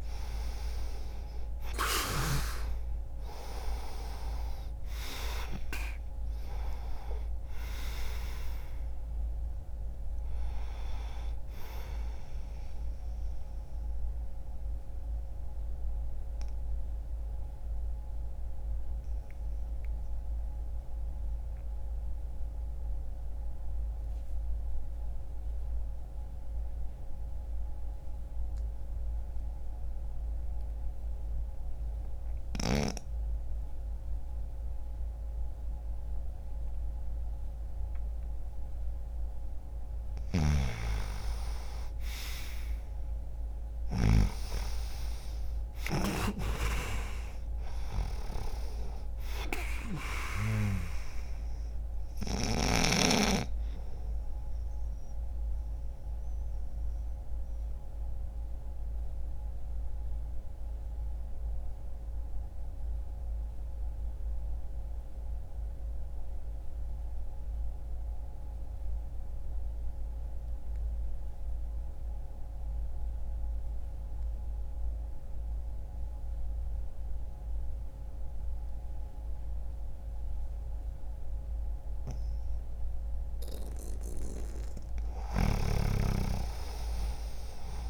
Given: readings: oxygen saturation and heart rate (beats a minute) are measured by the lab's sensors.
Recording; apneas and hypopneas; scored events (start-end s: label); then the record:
breathing in sleep by a room microphone; 2
0.00-3.00 s: arousal
12.50-38.50 s: obstructive apnea (oxygen 98% before, 88% lowest, heart rate 61 before, 60 extreme, up 1 after)
25.00-35.00 s: oxygen desaturation (device-marked, oxygen 94% before, 89% lowest, heart rate 60 before, 60 extreme)
41.00-45.00 s: arousal
54.00-83.50 s: obstructive apnea (oxygen 98% before, 87% lowest, heart rate 61 before, 60 extreme, up 2 after)
62.00-76.00 s: oxygen desaturation (device-marked, oxygen 96% before, 88% lowest, heart rate 61 before, 60 extreme)
85.50-87.89 s: arousal
From the record:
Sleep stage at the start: N2 (light sleep); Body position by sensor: on the back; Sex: male